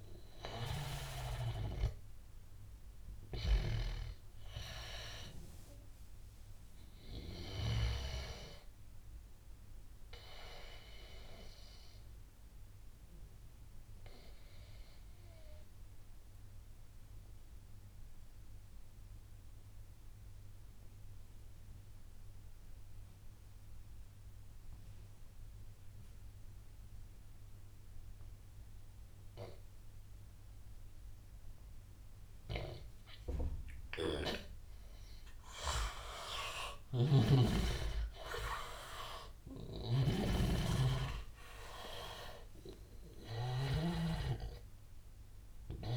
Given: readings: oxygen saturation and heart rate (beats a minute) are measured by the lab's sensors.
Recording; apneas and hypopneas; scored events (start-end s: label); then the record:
breathing in sleep by a room microphone; 1
0.00-3.50 s: snoring (device-marked)
0.00-19.50 s: oxygen desaturation (device-marked, oxygen 84% lowest, heart rate 79 extreme)
10.00-34.00 s: obstructive apnea (oxygen 96% before, 83% lowest, heart rate 87 before, 82 extreme, up 9 after)
34.50-45.97 s: oxygen desaturation (device-marked, oxygen 99% before, 83% lowest, heart rate 84 before, 74 extreme)
36.50-44.00 s: snoring (device-marked)
37.50-41.50 s: arousal
From the record:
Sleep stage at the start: N2 (light sleep); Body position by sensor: on the back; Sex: male